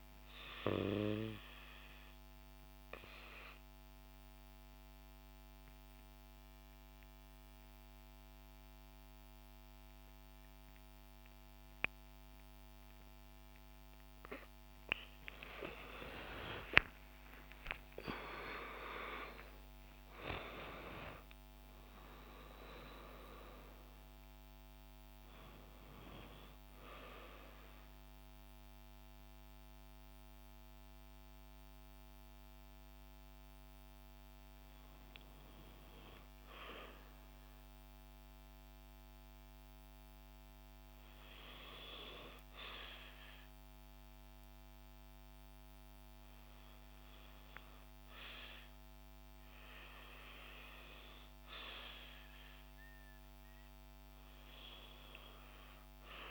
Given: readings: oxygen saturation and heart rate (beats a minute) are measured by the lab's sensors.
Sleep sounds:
breathing in sleep by a microphone on the trachea; 2
0.00-11.50 s: oxygen desaturation (device-marked, oxygen 84% lowest, heart rate 64 extreme)
2.50-14.00 s: obstructive apnea (oxygen 91% before, 83% lowest, heart rate 62 before, 64 extreme, up 30 after)
15.00-19.00 s: arousal
22.50-40.50 s: oxygen desaturation (device-marked, oxygen 89% before, 83% lowest, heart rate 73 before, 57 extreme)
38.50-52.00 s: hypopnea (oxygen 89% before, 85% lowest, heart rate 77 before, 57 extreme)
54.00-56.31 s: arousal
From the record:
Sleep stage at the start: REM sleep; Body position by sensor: on the back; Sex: female

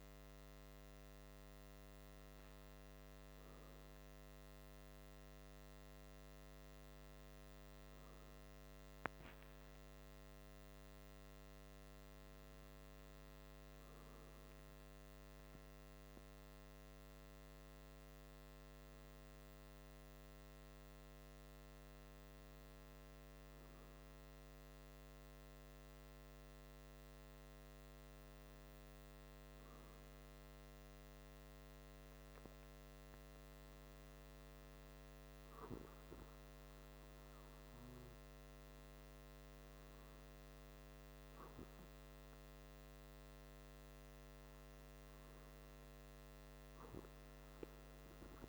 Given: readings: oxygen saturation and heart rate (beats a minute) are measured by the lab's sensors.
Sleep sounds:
breathing in sleep, hard to hear, by a microphone on the trachea; none
36.50-48.48 s: new sleep stage, N1 (lightest sleep)
From the record:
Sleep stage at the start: N2 (light sleep); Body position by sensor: on the back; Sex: male

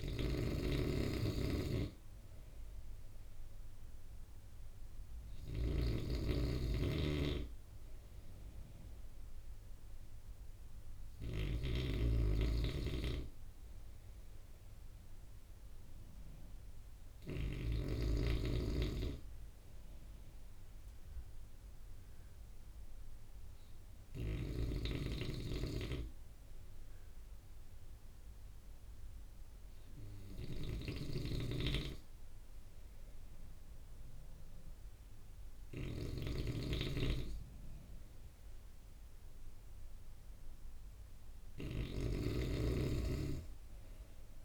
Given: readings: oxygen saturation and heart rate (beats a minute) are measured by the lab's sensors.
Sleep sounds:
breathing in sleep by a room microphone; none
0.00-18.00 s: snoring (device-marked)
30.50-44.44 s: snoring (device-marked)
From the record:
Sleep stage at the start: N2 (light sleep); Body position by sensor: on the right side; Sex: male

